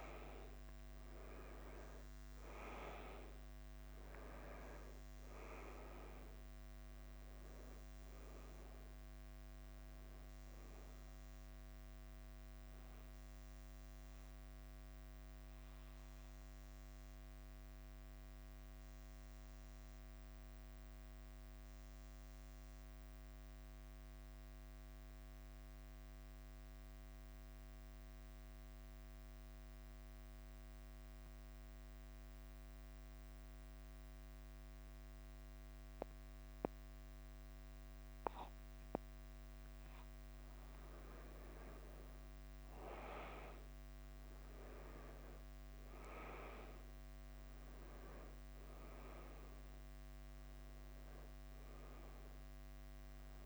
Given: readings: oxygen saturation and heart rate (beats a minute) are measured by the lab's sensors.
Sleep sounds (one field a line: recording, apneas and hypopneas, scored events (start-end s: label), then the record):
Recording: breathing in sleep by a microphone on the trachea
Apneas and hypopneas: 1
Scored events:
0.00-4.00 s: arousal
0.00-53.46 s: bradycardia (device-marked, heart rate 46 extreme)
13.50-40.00 s: mixed apnea (oxygen 99% before, 93% lowest, heart rate 52 before, 48 extreme, up 5 after)
22.00-37.00 s: oxygen desaturation (device-marked, oxygen 96% before, 93% lowest, heart rate 52 before, 48 extreme)
43.00-47.00 s: arousal
From the record:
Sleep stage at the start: N2 (light sleep)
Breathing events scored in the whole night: 259 in 4.3 hours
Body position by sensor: on the back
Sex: male